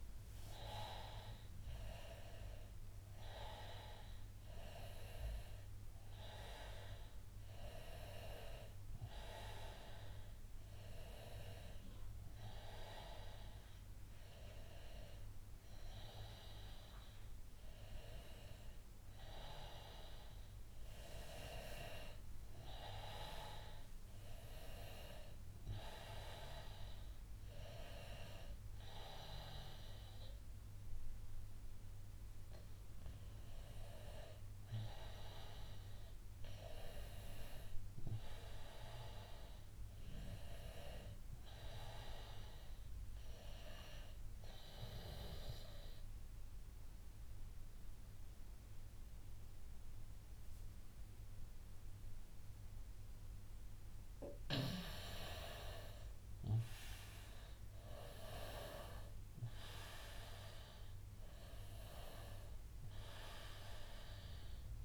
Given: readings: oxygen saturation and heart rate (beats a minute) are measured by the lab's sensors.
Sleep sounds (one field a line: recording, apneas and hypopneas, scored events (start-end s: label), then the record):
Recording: breathing in sleep by a room microphone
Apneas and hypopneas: 1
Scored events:
21.50-25.50 s: arousal
27.50-64.85 s: new sleep stage, N2 (light sleep)
43.50-55.00 s: obstructive apnea (oxygen 97% before, 90% lowest, heart rate 93 before, 83 extreme, up 9 after)
58.00-61.50 s: arousal
59.50-64.85 s: oxygen desaturation (device-marked, oxygen 97% before, 90% lowest, heart rate 88 before, 82 extreme)
From the record:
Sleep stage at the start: N1 (lightest sleep)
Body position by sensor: on the right side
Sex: male